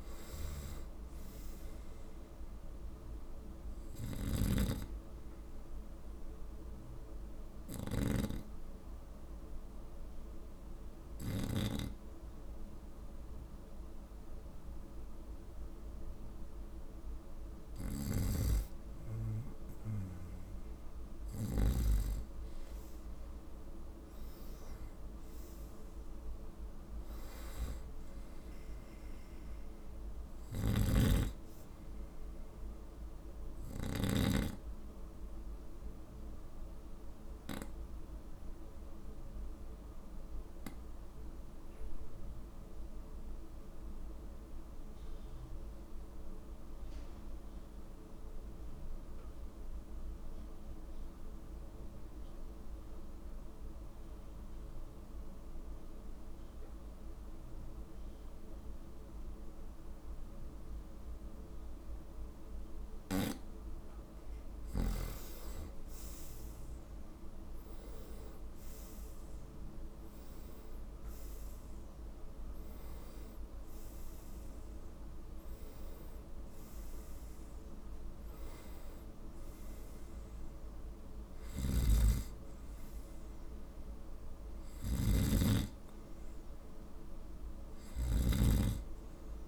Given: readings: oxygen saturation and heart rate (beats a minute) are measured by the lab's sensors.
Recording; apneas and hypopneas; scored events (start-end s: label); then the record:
breathing in sleep by a room microphone; 2
4.00-11.50 s: snoring (device-marked)
6.00-17.50 s: obstructive apnea (oxygen 97% before, 93% lowest, heart rate 57 before, 53 extreme, up 6 after)
17.50-21.50 s: snoring (device-marked)
23.50-28.00 s: arousal
30.50-34.00 s: snoring (device-marked)
34.00-64.50 s: obstructive apnea (oxygen 97% before, 91% lowest, heart rate 56 before, 52 extreme, up 8 after)
64.00-82.00 s: oxygen desaturation (device-marked, oxygen 97% before, 93% lowest, heart rate 53 before, 52 extreme)
66.00-69.00 s: arousal
81.50-89.48 s: snoring (device-marked)
From the record:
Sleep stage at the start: N2 (light sleep); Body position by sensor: on the right side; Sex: male